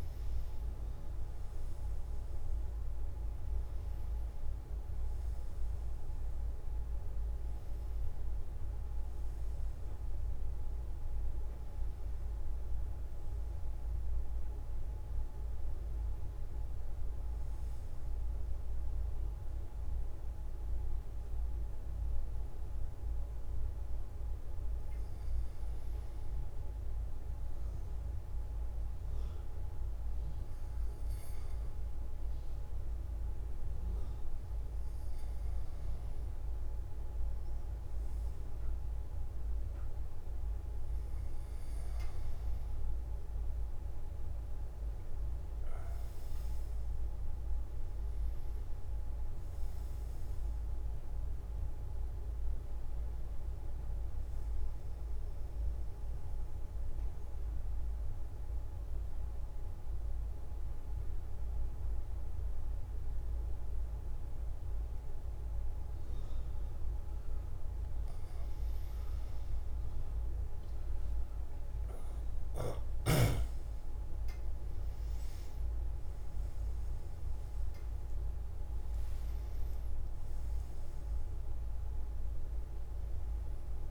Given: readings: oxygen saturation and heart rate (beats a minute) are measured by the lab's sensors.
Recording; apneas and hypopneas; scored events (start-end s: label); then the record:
breathing in sleep, hard to hear, by a room microphone; 1
55.50-68.00 s: obstructive apnea (oxygen 98% before, 94% lowest)
From the record:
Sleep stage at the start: N2 (light sleep); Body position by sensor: on the back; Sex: male